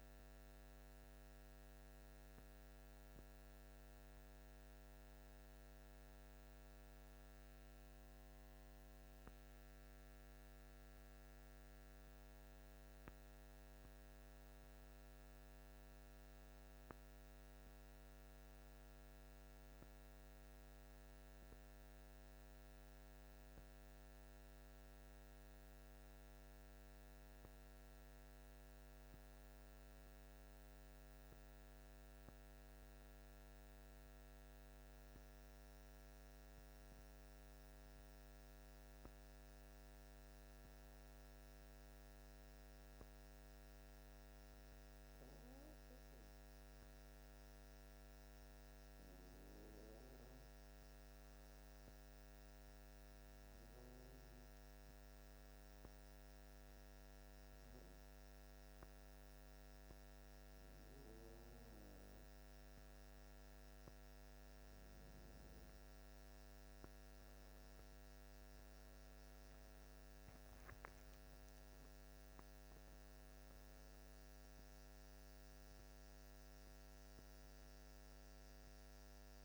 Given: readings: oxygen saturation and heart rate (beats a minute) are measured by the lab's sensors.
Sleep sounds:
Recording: a person awake in a sleep study, hard to hear, by a microphone on the trachea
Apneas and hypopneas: none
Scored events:
44.50-79.45 s: new sleep stage, N1 (lightest sleep)
From the record:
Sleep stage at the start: awake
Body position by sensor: on the back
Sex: male

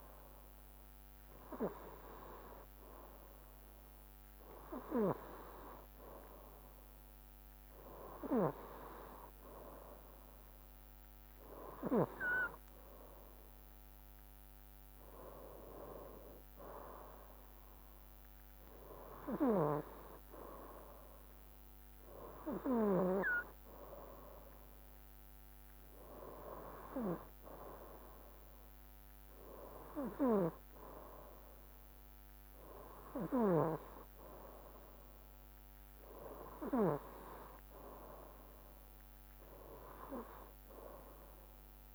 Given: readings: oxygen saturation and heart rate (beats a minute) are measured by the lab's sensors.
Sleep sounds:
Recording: breathing in sleep by a microphone on the trachea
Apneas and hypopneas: none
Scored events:
none scored
From the record:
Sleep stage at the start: N2 (light sleep)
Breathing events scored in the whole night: 153 in 4.2 hours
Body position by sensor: on the right side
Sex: male

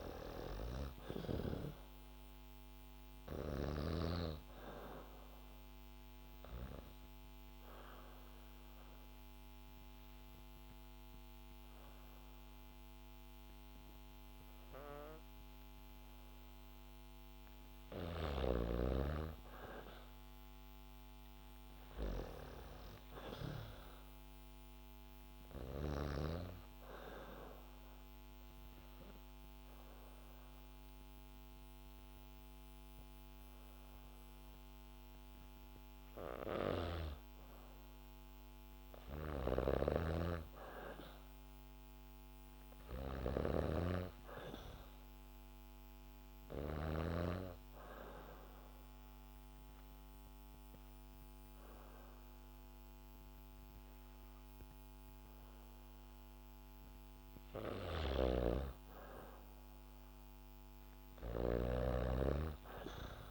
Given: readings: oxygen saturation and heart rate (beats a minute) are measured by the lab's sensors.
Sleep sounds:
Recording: breathing in sleep by a microphone on the trachea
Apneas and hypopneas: 3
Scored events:
0.00-3.50 s: snoring (device-marked)
3.50-15.50 s: oxygen desaturation (device-marked, oxygen 96% before, 91% lowest, heart rate 70 before, 65 extreme)
6.00-18.50 s: obstructive apnea (oxygen 96% before, 91% lowest, heart rate 70 before, 65 extreme, up 5 after)
20.00-22.50 s: arousal
23.50-37.50 s: oxygen desaturation (device-marked, oxygen 97% before, 93% lowest, heart rate 69 before, 65 extreme)
27.00-37.00 s: obstructive apnea (oxygen 97% before, 92% lowest, heart rate 68 before, 65 extreme, up 1 after)
39.00-46.50 s: snoring (device-marked)
40.00-43.00 s: arousal
44.50-55.50 s: oxygen desaturation (device-marked, oxygen 97% before, 93% lowest, heart rate 70 before, 65 extreme)
47.50-57.50 s: obstructive apnea (oxygen 97% before, 92% lowest, heart rate 70 before, 65 extreme, up 3 after)
57.50-63.31 s: snoring (device-marked)
59.00-61.50 s: arousal
From the record:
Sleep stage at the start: N2 (light sleep)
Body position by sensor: on the back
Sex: female

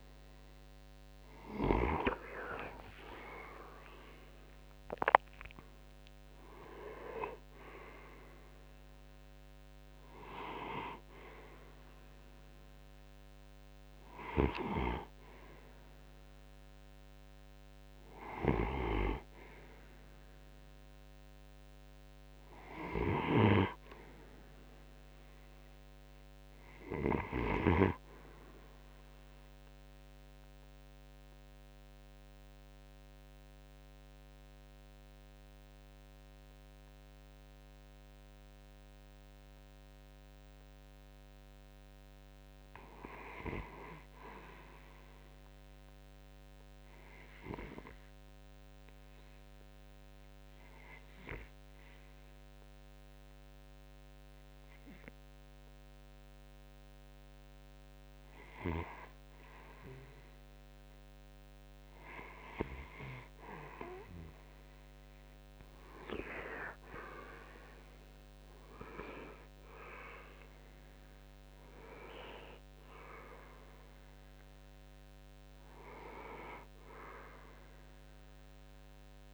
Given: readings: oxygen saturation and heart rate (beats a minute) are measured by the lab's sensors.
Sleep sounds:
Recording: breathing in sleep by a microphone on the trachea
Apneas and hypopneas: 2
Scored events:
0.00-2.00 s: arousal
0.50-19.50 s: oxygen desaturation (device-marked, oxygen 87% before, 82% lowest)
24.00-26.50 s: arousal
29.00-40.00 s: obstructive apnea (oxygen 94% before, 78% lowest)
42.00-45.00 s: arousal
46.50-64.50 s: oxygen desaturation (device-marked, oxygen 94% before, 81% lowest)
48.50-60.00 s: obstructive apnea (oxygen 96% before, 78% lowest)
64.50-68.50 s: arousal
70.50-79.33 s: oxygen desaturation (device-marked, oxygen 85% before, 78% lowest)
From the record:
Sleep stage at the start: REM sleep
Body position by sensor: on the right side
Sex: male

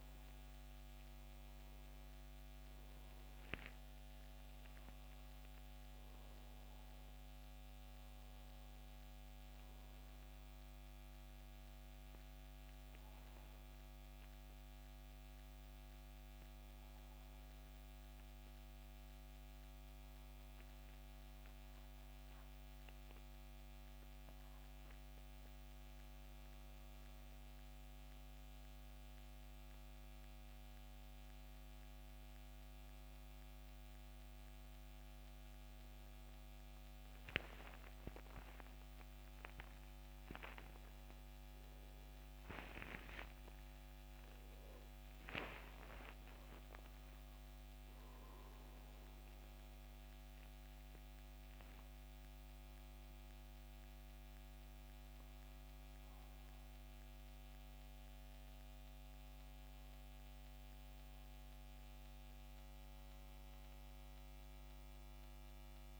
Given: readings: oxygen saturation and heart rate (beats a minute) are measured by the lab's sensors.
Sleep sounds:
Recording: breathing in sleep by a microphone on the trachea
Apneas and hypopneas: 1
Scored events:
17.00-33.00 s: hypopnea (oxygen 94% before, 90% lowest, heart rate 77 before, 71 extreme, up 7 after)
34.50-38.00 s: arousal
35.50-66.00 s: oxygen desaturation (device-marked, oxygen 96% before, 90% lowest, heart rate 74 before, 75 extreme)
From the record:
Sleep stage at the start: N1 (lightest sleep)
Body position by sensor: on the back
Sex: male

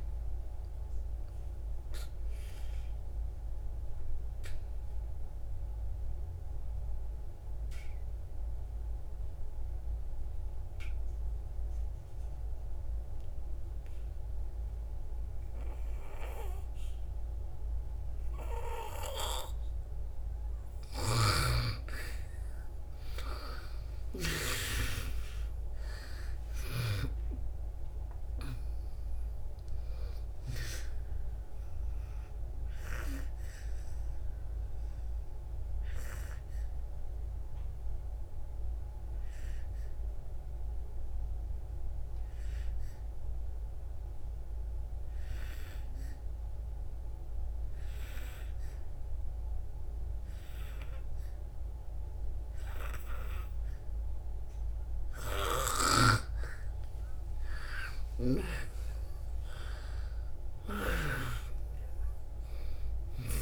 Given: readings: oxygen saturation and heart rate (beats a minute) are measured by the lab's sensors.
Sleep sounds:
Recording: breathing in sleep by a room microphone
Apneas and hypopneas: 2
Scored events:
0.00-4.00 s: oxygen desaturation (device-marked, oxygen 92% lowest, heart rate 56 extreme)
1.00-21.00 s: mixed apnea (oxygen 97% before, 89% lowest, heart rate 66 before, 54 extreme, up 7 after)
11.00-22.00 s: oxygen desaturation (device-marked, oxygen 93% before, 89% lowest, heart rate 66 before, 54 extreme)
23.00-29.00 s: arousal
32.50-56.00 s: obstructive apnea (oxygen 97% before, 87% lowest, heart rate 61 before, 54 extreme, up 13 after)
40.00-55.00 s: oxygen desaturation (device-marked, oxygen 95% before, 89% lowest, heart rate 63 before, 55 extreme)
57.50-61.50 s: arousal
From the record:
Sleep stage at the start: N2 (light sleep)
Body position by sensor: on the back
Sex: female

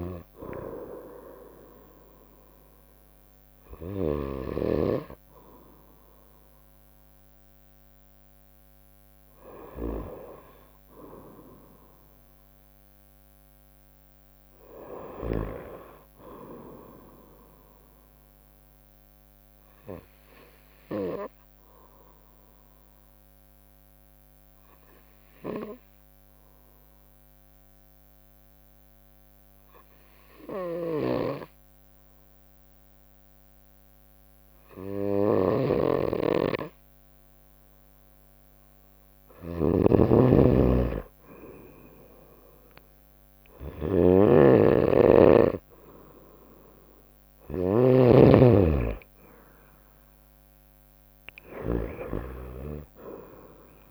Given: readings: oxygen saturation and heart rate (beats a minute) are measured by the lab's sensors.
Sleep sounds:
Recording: breathing in sleep by a microphone on the trachea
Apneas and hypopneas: 1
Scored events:
0.00-4.00 s: snoring (device-marked)
0.00-9.50 s: drop in pulse transit time (device-marked, heart rate 64 extreme)
11.50-15.50 s: arousal
20.50-29.50 s: bradycardia (device-marked, heart rate 63 before, 59 extreme)
20.50-37.50 s: obstructive apnea (oxygen 97% before, 93% lowest, heart rate 64 before, 56 extreme, up 5 after)
35.00-53.91 s: snoring (device-marked)
40.50-53.91 s: oxygen desaturation (device-marked, oxygen 97% before, 93% lowest, heart rate 60 before, 56 extreme)
41.50-45.00 s: arousal
From the record:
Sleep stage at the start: N2 (light sleep)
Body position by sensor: on the right side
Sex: female

